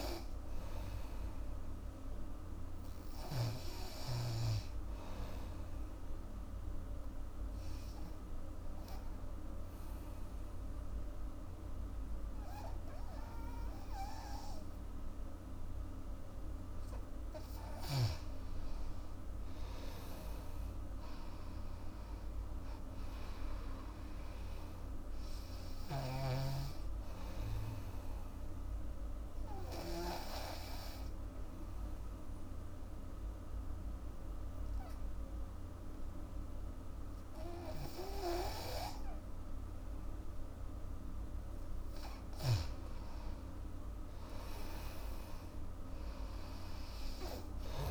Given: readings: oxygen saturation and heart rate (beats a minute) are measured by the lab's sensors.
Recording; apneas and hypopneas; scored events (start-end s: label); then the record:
breathing in sleep by a room microphone; 2
5.00-14.00 s: oxygen desaturation (device-marked, oxygen 98% before, 93% lowest, heart rate 82 before, 73 extreme)
5.50-16.50 s: obstructive apnea (oxygen 98% before, 90% lowest, heart rate 82 before, 73 extreme, up 13 after)
19.50-24.00 s: arousal
24.00-40.00 s: oxygen desaturation (device-marked, oxygen 97% before, 90% lowest, heart rate 79 before, 73 extreme)
29.00-41.50 s: obstructive apnea (oxygen 97% before, 89% lowest, heart rate 82 before, 75 extreme, up 10 after)
42.50-47.91 s: snoring (device-marked)
44.00-47.91 s: arousal
From the record:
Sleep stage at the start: N2 (light sleep); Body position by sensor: on the back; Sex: female